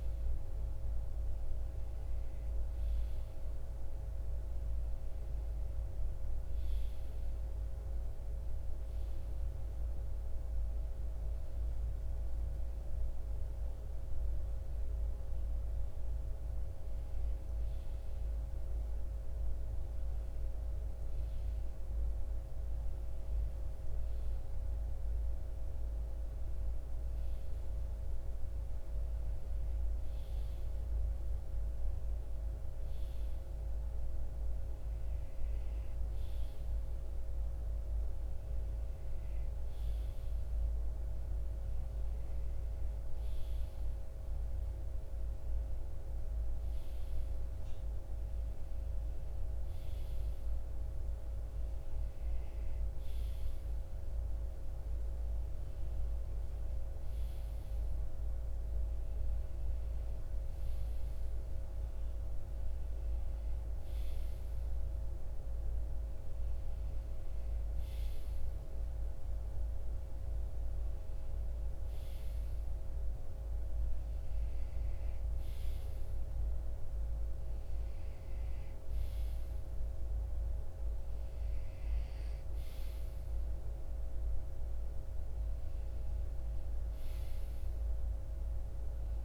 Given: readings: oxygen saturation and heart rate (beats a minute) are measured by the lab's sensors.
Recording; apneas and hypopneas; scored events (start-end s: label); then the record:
breathing in sleep, hard to hear, by a room microphone; 1
0.00-17.00 s: oxygen desaturation (device-marked, oxygen 84% lowest, heart rate 71 extreme)
10.00-21.00 s: hypopnea (oxygen 90% before, 84% lowest, heart rate 73 before, 71 extreme, up 2 after)
26.50-30.00 s: arousal
34.00-43.00 s: oxygen desaturation (device-marked, oxygen 87% before, 84% lowest, heart rate 73 before, 70 extreme)
From the record:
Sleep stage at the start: REM sleep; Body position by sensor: on the right side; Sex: male